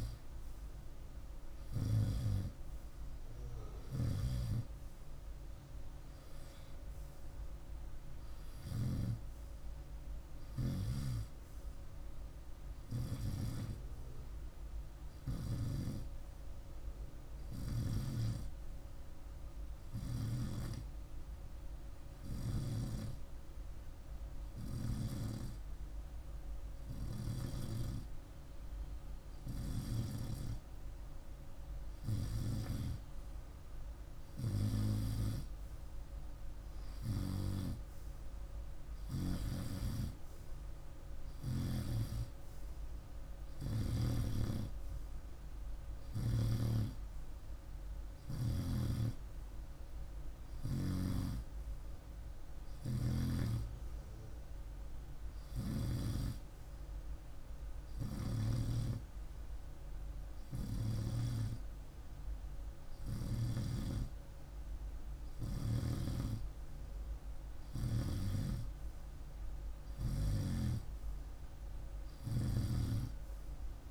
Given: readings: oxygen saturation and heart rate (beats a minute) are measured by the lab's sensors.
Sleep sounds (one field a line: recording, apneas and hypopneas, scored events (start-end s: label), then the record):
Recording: breathing in sleep by a room microphone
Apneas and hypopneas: 1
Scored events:
0.00-1.50 s: snoring (device-marked)
3.50-13.00 s: snoring (device-marked)
12.50-16.50 s: arousal
15.00-24.50 s: snoring (device-marked)
18.50-31.00 s: hypopnea (oxygen 96% before, 95% lowest, heart rate 52 before, 50 extreme, up 1 after)
32.50-36.50 s: arousal
38.50-43.50 s: snoring (device-marked)
48.00-55.50 s: snoring (device-marked)
57.50-63.00 s: snoring (device-marked)
67.50-72.00 s: snoring (device-marked)
From the record:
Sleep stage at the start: N2 (light sleep)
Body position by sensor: on the right side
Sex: male